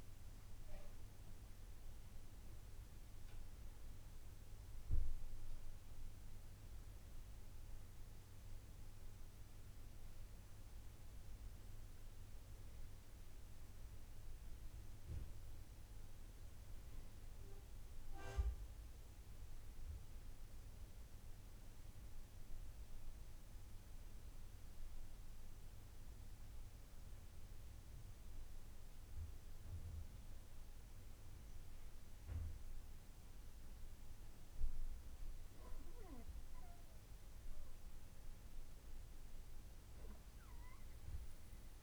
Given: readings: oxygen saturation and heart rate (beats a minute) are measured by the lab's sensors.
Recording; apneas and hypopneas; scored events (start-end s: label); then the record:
breathing in sleep, hard to hear, by a room microphone; none
none scored
From the record:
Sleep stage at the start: N2 (light sleep); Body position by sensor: on the right side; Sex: male